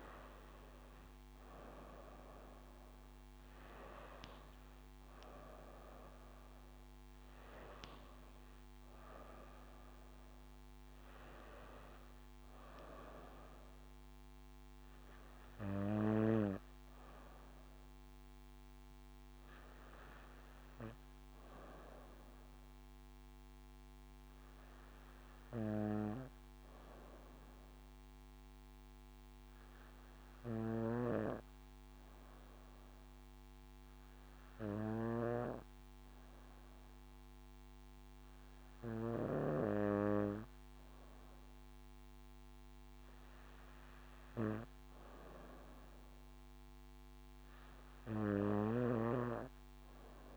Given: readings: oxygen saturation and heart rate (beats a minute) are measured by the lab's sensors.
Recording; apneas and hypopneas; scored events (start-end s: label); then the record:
breathing in sleep by a microphone on the trachea; none
0.00-2.50 s: arousal
0.00-5.50 s: oxygen desaturation (device-marked, oxygen 94% lowest, heart rate 57 extreme)
From the record:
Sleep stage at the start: N2 (light sleep); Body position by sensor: on the back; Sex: female